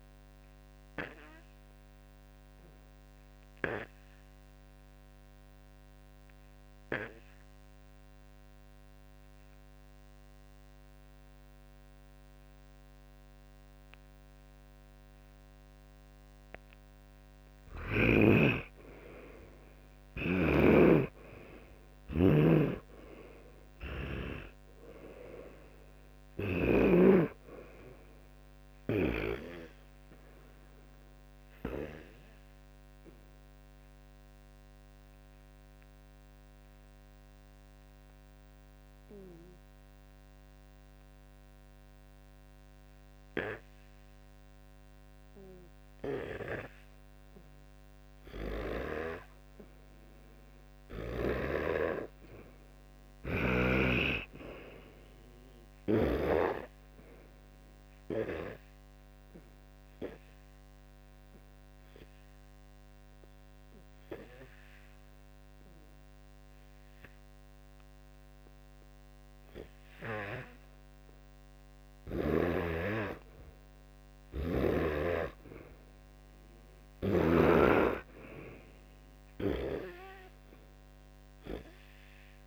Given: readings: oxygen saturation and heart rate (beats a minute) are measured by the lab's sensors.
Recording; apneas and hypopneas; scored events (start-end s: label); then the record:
breathing in sleep by a microphone on the trachea; 3
2.00-17.00 s: obstructive apnea (oxygen 99% before, 92% lowest, heart rate 65 before, 56 extreme, up 14 after)
19.00-27.00 s: oxygen desaturation (device-marked, oxygen 97% before, 92% lowest, heart rate 57 before, 56 extreme)
20.00-24.00 s: snoring (device-marked)
21.00-26.00 s: arousal
34.50-47.50 s: obstructive apnea (oxygen 97% before, 91% lowest, heart rate 64 before, 56 extreme, up 8 after)
51.00-56.00 s: arousal
60.50-73.00 s: hypopnea (oxygen 100% before, 91% lowest, heart rate 60 before, 55 extreme, up 9 after)
64.00-82.47 s: oxygen desaturation (device-marked, oxygen 99% before, 91% lowest, heart rate 60 before, 49 extreme)
75.00-79.00 s: arousal
From the record:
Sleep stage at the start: N2 (light sleep); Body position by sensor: on the back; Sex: male